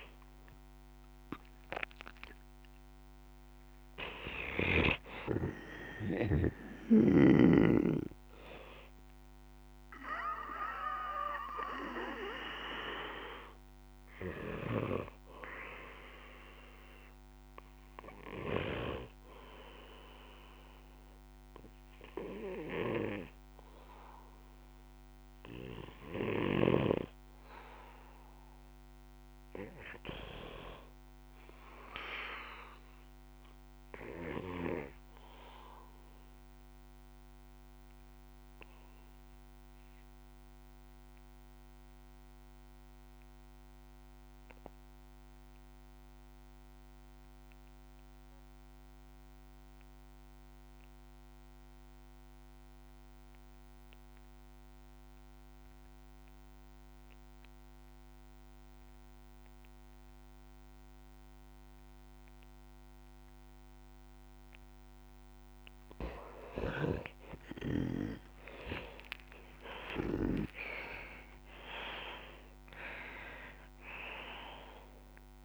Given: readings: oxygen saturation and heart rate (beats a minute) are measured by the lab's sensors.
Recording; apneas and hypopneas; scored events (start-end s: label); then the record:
breathing in sleep by a microphone on the trachea; 1
0.00-27.50 s: oxygen desaturation (device-marked, oxygen 81% lowest, heart rate 56 extreme)
29.00-31.50 s: arousal
33.00-65.00 s: obstructive apnea (oxygen 98% before, 82% lowest, heart rate 61 before, 55 extreme, up 57 after)
54.50-75.44 s: oxygen desaturation (device-marked, oxygen 96% before, 82% lowest, heart rate 60 before, 57 extreme)
66.50-70.50 s: arousal
66.50-72.50 s: tachycardia (device-marked, heart rate 62 before, 109 extreme)
From the record:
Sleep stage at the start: REM sleep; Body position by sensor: on the back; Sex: male